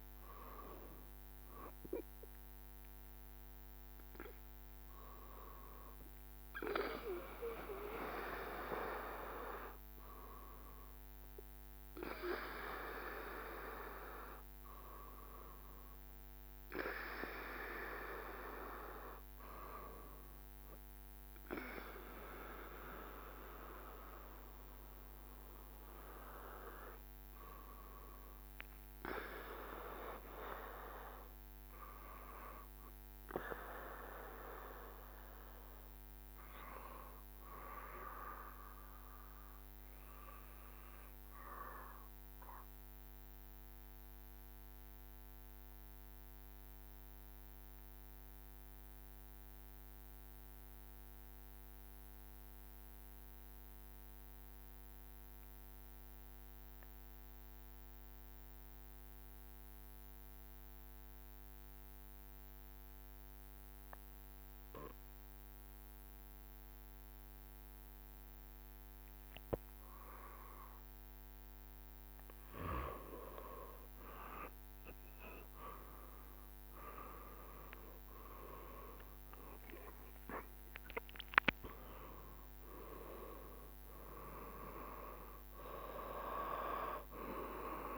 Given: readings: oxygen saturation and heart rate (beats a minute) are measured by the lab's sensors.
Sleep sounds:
breathing in sleep by a microphone on the trachea; 1
0.00-7.00 s: drop in pulse transit time (device-marked, heart rate 74 extreme)
0.00-8.00 s: oxygen desaturation (device-marked, oxygen 91% lowest, heart rate 70 extreme)
31.00-35.50 s: arousal
38.50-70.50 s: obstructive apnea (oxygen 97% before, 91% lowest, heart rate 71 before, 68 extreme, up 5 after)
58.00-60.00 s: oxygen desaturation (device-marked, oxygen 96% before, 95% lowest, heart rate 69 before, 68 extreme)
77.00-81.50 s: arousal
79.00-87.98 s: drop in pulse transit time (device-marked, heart rate 70 before, 74 extreme)
From the record:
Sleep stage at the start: N2 (light sleep); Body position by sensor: on the back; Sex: male

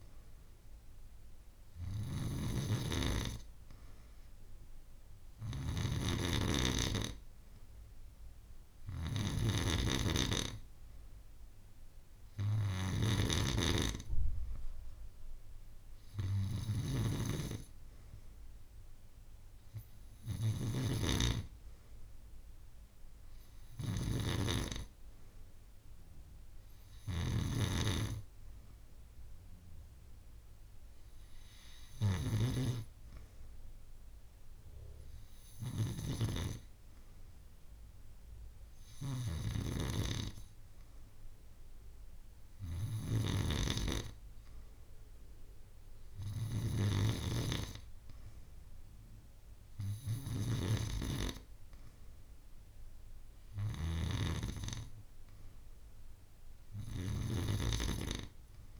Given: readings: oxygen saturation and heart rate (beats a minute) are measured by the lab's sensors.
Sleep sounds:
breathing in sleep by a room microphone; none
none scored
From the record:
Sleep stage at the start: N2 (light sleep); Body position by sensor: on the back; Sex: female

